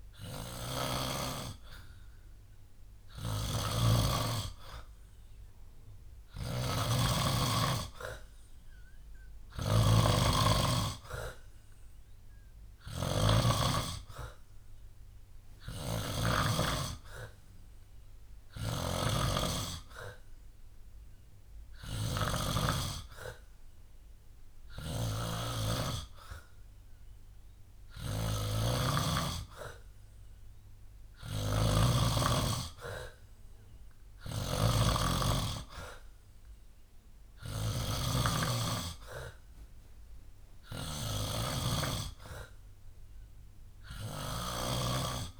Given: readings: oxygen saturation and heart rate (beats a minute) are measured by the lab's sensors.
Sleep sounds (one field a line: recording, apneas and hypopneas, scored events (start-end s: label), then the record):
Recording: breathing in sleep by a room microphone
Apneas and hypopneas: none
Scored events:
0.00-45.40 s: snoring (device-marked)
From the record:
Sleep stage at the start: N2 (light sleep)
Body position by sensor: on the back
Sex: male